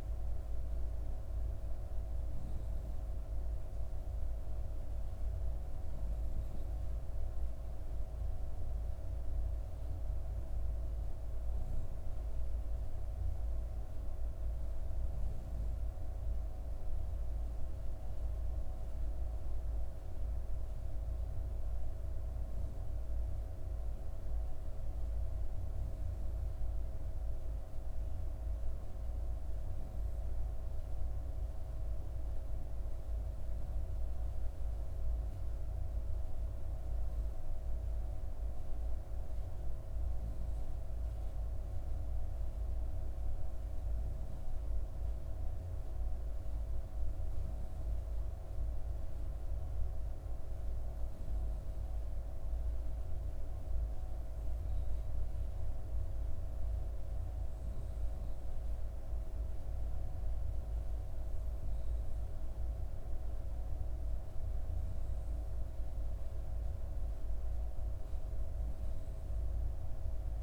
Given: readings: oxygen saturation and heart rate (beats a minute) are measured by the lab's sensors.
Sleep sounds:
breathing in sleep, hard to hear, by a room microphone; none
none scored
From the record:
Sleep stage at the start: N2 (light sleep); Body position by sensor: on the back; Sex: female

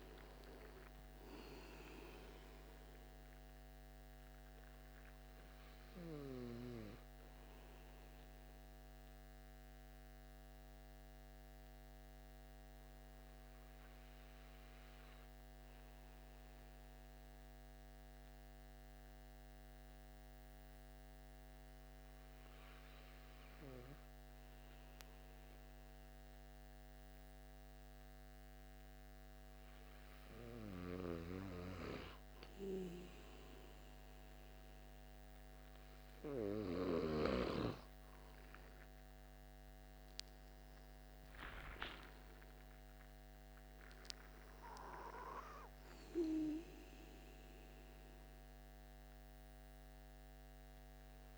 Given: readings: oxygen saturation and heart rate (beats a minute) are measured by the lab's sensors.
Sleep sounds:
breathing in sleep by a microphone on the trachea; 1
0.00-14.50 s: oxygen desaturation (device-marked, oxygen 92% lowest)
8.50-29.50 s: hypopnea (oxygen 96% before, 92% lowest)
33.50-51.38 s: oxygen desaturation (device-marked, oxygen 97% before, 93% lowest)
37.50-42.00 s: arousal
From the record:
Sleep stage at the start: N2 (light sleep); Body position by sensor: on the right side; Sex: male

